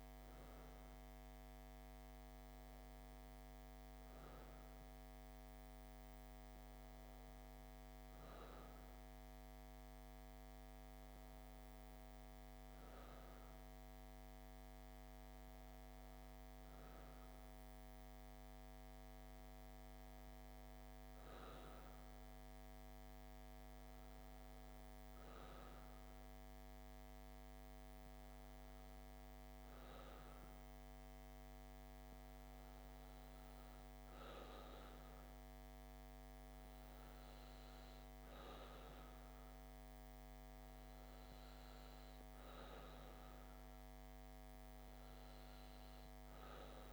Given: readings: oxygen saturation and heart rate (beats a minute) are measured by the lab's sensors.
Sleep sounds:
breathing in sleep, hard to hear, by a microphone on the trachea; none
none scored
From the record:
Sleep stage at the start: N2 (light sleep); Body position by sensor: on the back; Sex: female

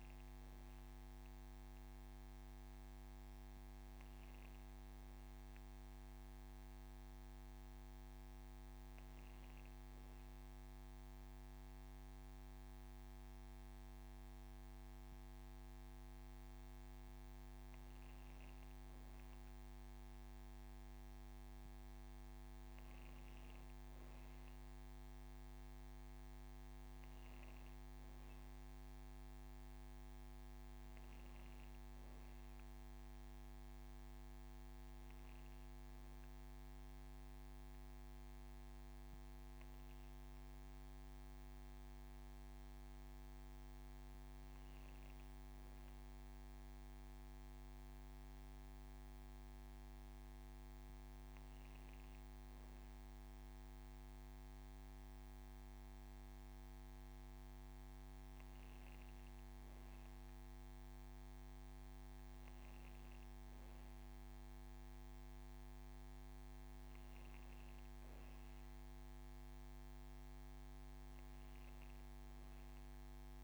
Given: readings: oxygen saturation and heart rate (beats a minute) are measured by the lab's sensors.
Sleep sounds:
breathing in sleep, hard to hear, by a microphone on the trachea; none
none scored
From the record:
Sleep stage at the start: N1 (lightest sleep); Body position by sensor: on the back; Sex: female

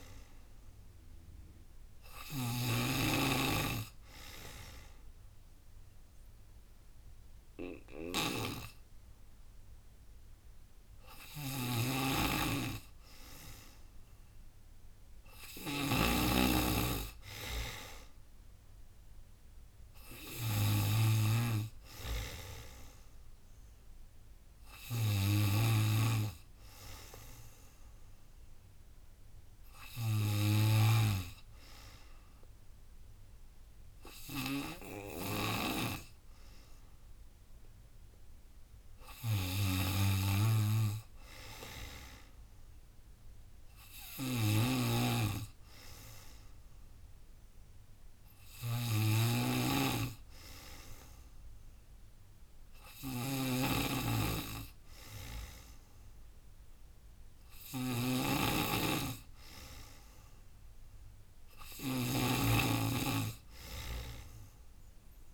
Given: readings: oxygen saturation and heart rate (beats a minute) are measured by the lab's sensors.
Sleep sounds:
breathing in sleep by a room microphone; 1
0.00-65.34 s: snoring (device-marked)
0.50-13.00 s: hypopnea (oxygen 94% before, 92% lowest, heart rate 86 before, 73 extreme, up 18 after)
6.50-8.50 s: long interval between heartbeats (device-marked, heart rate 85 before, 95 extreme)
14.50-17.50 s: arousal
16.00-20.00 s: tachycardia (device-marked)
17.00-19.00 s: long interval between heartbeats (device-marked, heart rate 87 before, 90 extreme)
19.50-21.50 s: long interval between heartbeats (device-marked, heart rate 88 before, 101 extreme)
21.00-33.00 s: oxygen desaturation (device-marked, oxygen 95% before, 92% lowest, heart rate 90 before, 73 extreme)
33.00-38.00 s: tachycardia (device-marked, heart rate 30 before, 108 extreme)
33.50-35.50 s: long interval between heartbeats (device-marked, heart rate 86 before, 86 extreme)
55.00-65.34 s: tachycardia (device-marked, heart rate 35 before, 129 extreme)
58.50-60.50 s: long interval between heartbeats (device-marked, heart rate 89 before, 102 extreme)
61.50-63.50 s: long interval between heartbeats (device-marked, heart rate 89 before, 113 extreme)
63.50-65.34 s: long interval between heartbeats (device-marked, heart rate 91 before, 123 extreme)
From the record:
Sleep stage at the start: N2 (light sleep); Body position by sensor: on the back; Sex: female

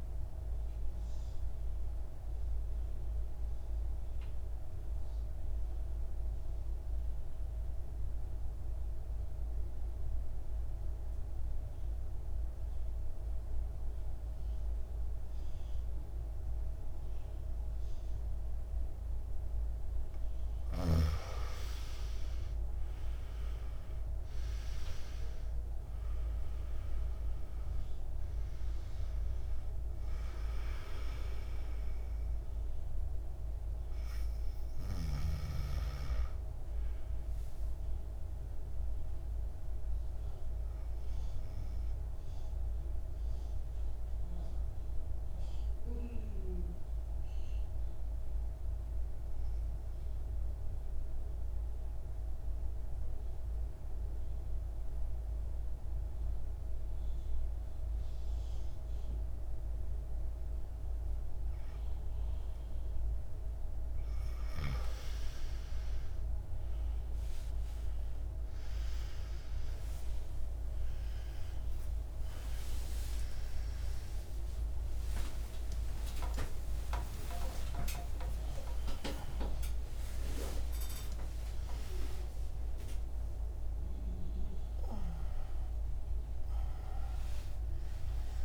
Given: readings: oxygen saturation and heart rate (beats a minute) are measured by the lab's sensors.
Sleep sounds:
breathing in sleep by a room microphone; 2
0.00-12.50 s: oxygen desaturation (device-marked, oxygen 85% lowest, heart rate 51 extreme)
0.50-20.00 s: obstructive apnea (oxygen 98% before, 85% lowest, heart rate 62 before, 52 extreme, up 15 after)
22.50-26.50 s: arousal
22.50-51.50 s: oxygen desaturation (device-marked, oxygen 99% before, 86% lowest, heart rate 53 before, 51 extreme)
42.00-63.00 s: mixed apnea (oxygen 99% before, 85% lowest, heart rate 59 before, 51 extreme, up 16 after)
66.50-88.45 s: oxygen desaturation (device-marked, oxygen 99% before, 85% lowest, heart rate 52 before, 53 extreme)
76.50-88.45 s: new sleep stage, awake
From the record:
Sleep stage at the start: N2 (light sleep); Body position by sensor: on the back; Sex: male

